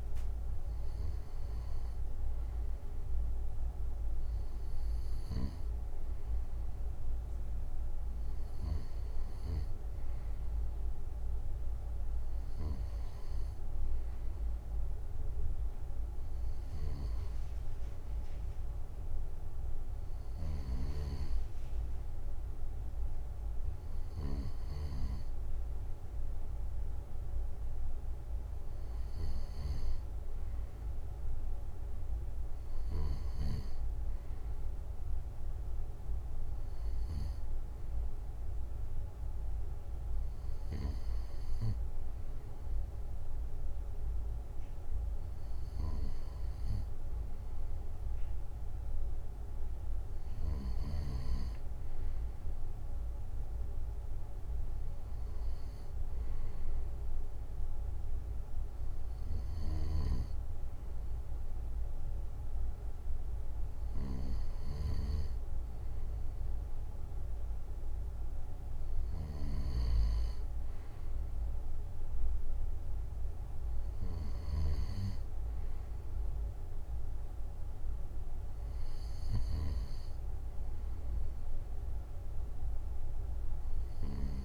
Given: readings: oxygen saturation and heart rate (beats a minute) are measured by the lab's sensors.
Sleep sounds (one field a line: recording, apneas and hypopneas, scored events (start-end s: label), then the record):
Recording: breathing in sleep by a room microphone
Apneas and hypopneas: none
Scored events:
none scored
From the record:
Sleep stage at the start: N2 (light sleep)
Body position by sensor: on the right side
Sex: male